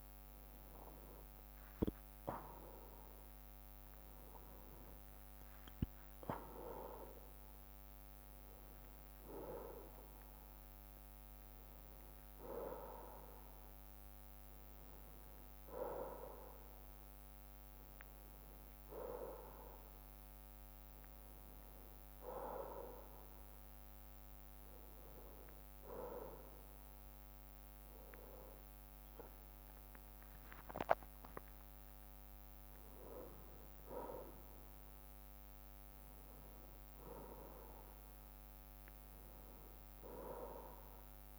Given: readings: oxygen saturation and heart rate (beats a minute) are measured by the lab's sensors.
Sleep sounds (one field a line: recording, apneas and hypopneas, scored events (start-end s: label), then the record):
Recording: breathing in sleep by a microphone on the trachea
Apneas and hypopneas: none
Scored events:
30.00-34.00 s: arousal
32.00-41.39 s: new sleep stage, N2 (light sleep)
From the record:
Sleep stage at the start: N1 (lightest sleep)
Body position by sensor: on the right side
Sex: male